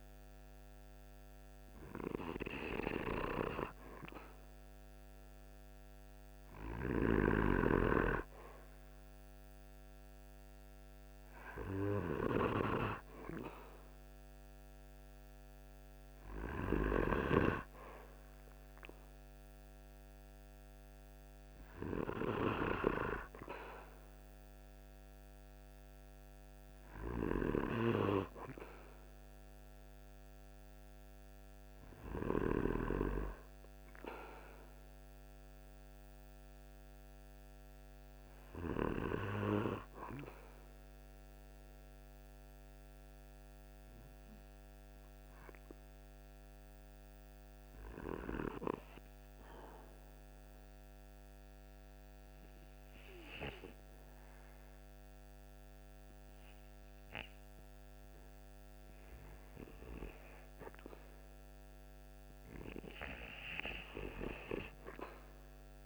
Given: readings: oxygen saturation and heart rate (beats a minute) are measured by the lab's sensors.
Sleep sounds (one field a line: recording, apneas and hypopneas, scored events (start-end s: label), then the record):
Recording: breathing in sleep by a microphone on the trachea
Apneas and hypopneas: 1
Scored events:
3.00-19.00 s: oxygen desaturation (device-marked, oxygen 97% before, 94% lowest, heart rate 48 before, 49 extreme)
41.50-58.50 s: obstructive apnea (oxygen 96% before, 94% lowest, heart rate 49 before, 46 extreme, up 1 after)
63.00-65.86 s: arousal
From the record:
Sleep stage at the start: REM sleep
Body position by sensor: on the right side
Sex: male